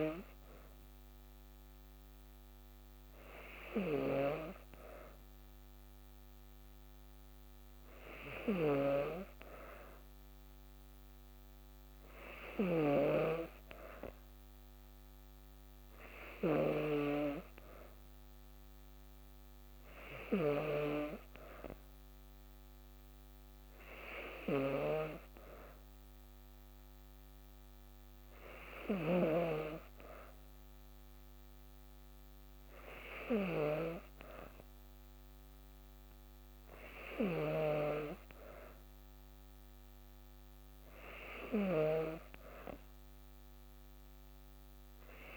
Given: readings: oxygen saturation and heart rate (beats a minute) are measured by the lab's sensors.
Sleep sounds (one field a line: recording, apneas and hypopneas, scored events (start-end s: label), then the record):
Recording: breathing in sleep by a microphone on the trachea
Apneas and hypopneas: none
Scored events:
none scored
From the record:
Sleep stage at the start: N2 (light sleep)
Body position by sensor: on the back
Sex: female